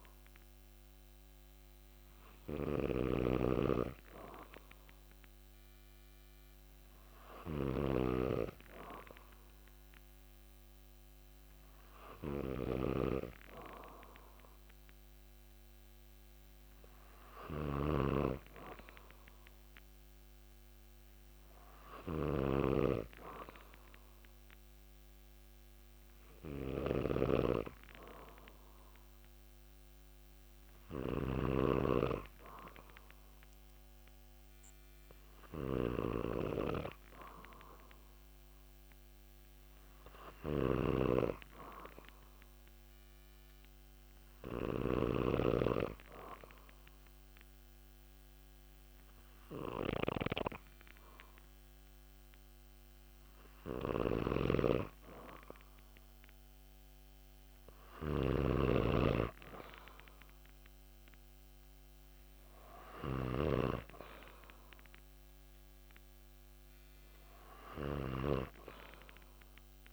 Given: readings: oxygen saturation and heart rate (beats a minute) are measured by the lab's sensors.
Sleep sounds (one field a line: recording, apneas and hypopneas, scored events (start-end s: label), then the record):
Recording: breathing in sleep by a microphone on the trachea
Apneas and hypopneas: 1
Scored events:
0.00-68.00 s: snoring (device-marked)
37.50-41.00 s: arousal
43.00-55.50 s: hypopnea (oxygen 96% before, 93% lowest)
58.50-61.50 s: arousal
From the record:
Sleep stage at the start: N2 (light sleep)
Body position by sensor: on the back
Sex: male